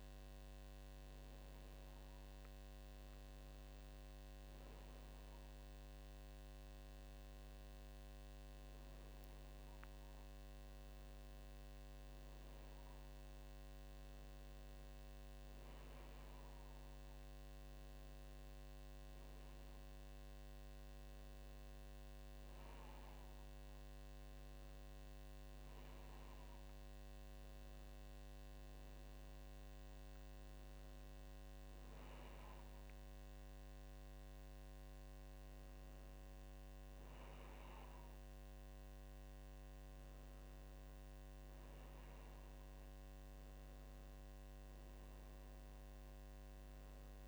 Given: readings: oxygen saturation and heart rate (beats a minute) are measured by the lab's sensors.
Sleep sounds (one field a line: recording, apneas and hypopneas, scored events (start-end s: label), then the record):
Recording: breathing in sleep, hard to hear, by a microphone on the trachea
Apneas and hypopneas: none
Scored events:
none scored
From the record:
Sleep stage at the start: N1 (lightest sleep)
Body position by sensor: on the back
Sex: female